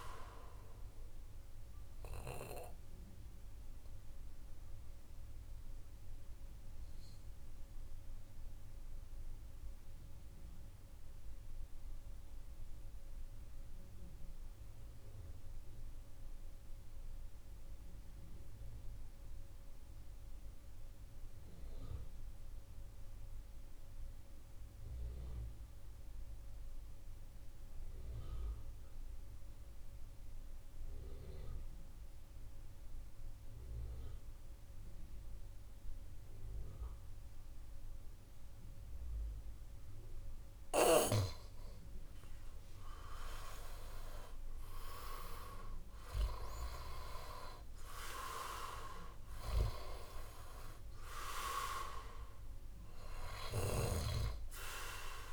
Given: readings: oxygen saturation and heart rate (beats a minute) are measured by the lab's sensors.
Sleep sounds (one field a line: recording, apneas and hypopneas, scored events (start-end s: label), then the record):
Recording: breathing in sleep by a room microphone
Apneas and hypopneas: 1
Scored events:
0.00-15.00 s: oxygen desaturation (device-marked, oxygen 89% lowest, heart rate 57 extreme)
1.50-40.50 s: mixed apnea (oxygen 99% before, 88% lowest, heart rate 67 before, 57 extreme, up 8 after)
34.00-55.33 s: oxygen desaturation (device-marked, oxygen 98% before, 88% lowest, heart rate 65 before, 59 extreme)
42.00-46.00 s: arousal
From the record:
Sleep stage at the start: N2 (light sleep)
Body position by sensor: on the back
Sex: male